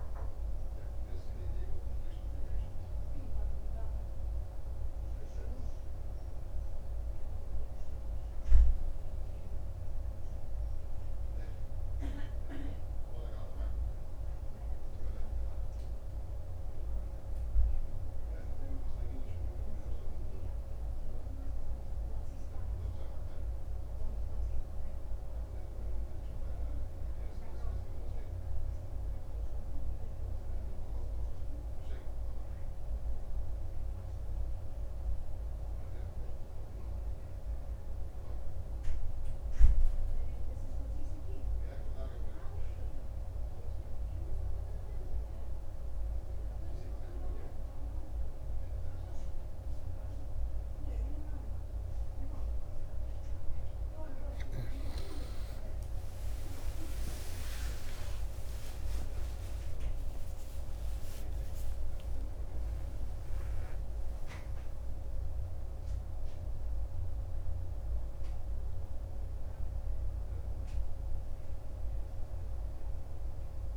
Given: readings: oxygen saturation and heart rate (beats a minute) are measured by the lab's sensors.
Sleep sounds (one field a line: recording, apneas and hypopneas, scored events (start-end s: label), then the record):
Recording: breathing in sleep, hard to hear, by a room microphone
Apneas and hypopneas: none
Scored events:
55.50-61.50 s: arousal
From the record:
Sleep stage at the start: N2 (light sleep)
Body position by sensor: on the right side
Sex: male